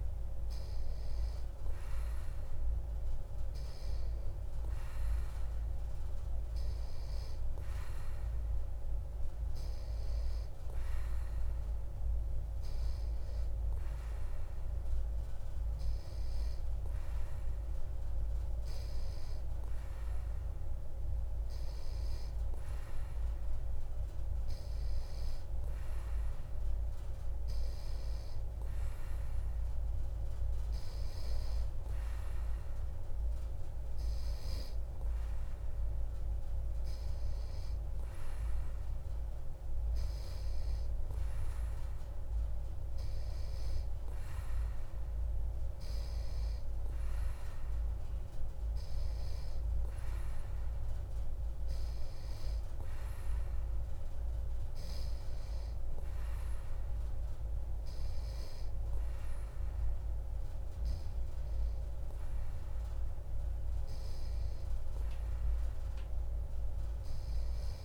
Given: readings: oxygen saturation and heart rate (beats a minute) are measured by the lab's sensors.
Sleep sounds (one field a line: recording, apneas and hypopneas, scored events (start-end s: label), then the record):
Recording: breathing in sleep, hard to hear, by a room microphone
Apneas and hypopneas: none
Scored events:
none scored
From the record:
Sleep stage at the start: N3 (deep sleep)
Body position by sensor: on the back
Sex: male